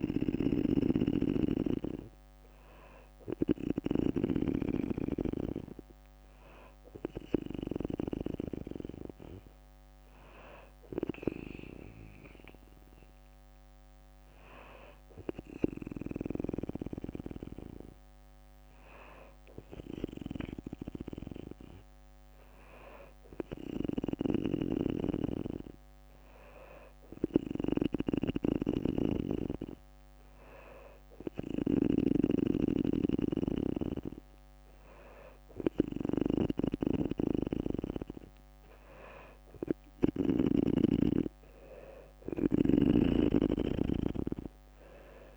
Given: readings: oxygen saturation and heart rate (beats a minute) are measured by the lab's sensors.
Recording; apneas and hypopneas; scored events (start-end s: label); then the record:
breathing in sleep by a microphone on the trachea; none
0.00-3.50 s: snoring (device-marked)
0.00-7.50 s: oxygen desaturation (device-marked, oxygen 93% lowest, heart rate 60 extreme)
23.50-40.00 s: snoring (device-marked)
40.50-45.37 s: drop in pulse transit time (device-marked, heart rate 62 before, 64 extreme)
42.00-45.37 s: snoring (device-marked)
From the record:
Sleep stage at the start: N2 (light sleep); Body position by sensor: on the back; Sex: female